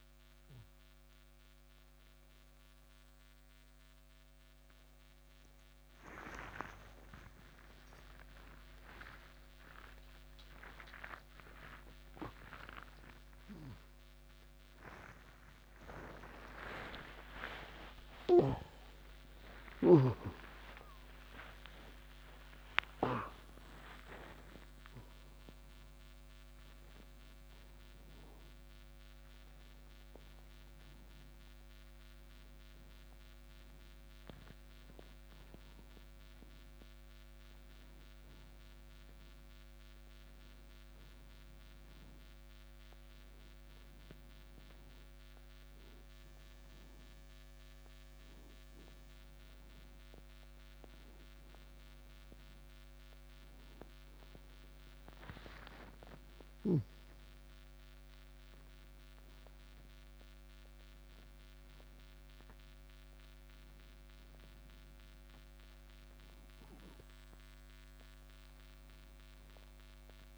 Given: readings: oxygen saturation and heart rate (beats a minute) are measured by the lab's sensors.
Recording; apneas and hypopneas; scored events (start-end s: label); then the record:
a person awake in a sleep study, by a microphone on the trachea; none
0.00-2.50 s: oxygen desaturation (device-marked, oxygen 87% lowest, heart rate 25 extreme)
56.50-70.38 s: oxygen desaturation (device-marked, oxygen 97% before, 94% lowest, heart rate 194 before, 59 extreme)
From the record:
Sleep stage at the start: awake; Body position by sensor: on the right side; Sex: male